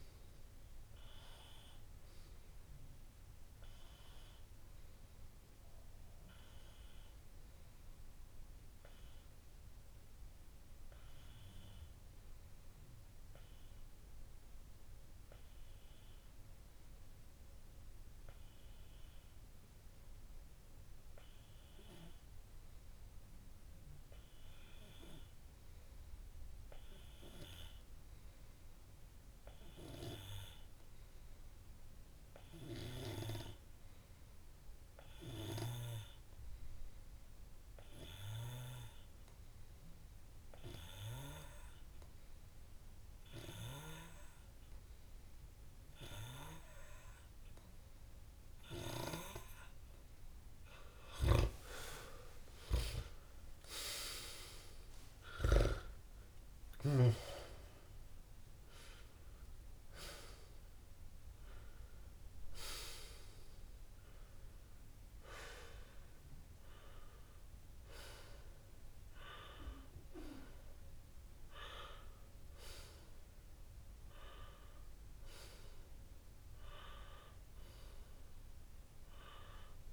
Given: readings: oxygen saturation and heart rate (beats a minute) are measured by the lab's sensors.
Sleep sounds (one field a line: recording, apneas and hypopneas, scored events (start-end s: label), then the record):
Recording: breathing in sleep by a room microphone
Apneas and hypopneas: 1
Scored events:
1.00-3.00 s: long interval between heartbeats (device-marked)
6.50-49.00 s: obstructive apnea (oxygen 98% before, 91% lowest)
37.50-73.50 s: oxygen desaturation (device-marked, oxygen 98% before, 91% lowest)
52.50-56.50 s: arousal
From the record:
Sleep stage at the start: N2 (light sleep)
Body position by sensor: on the back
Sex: male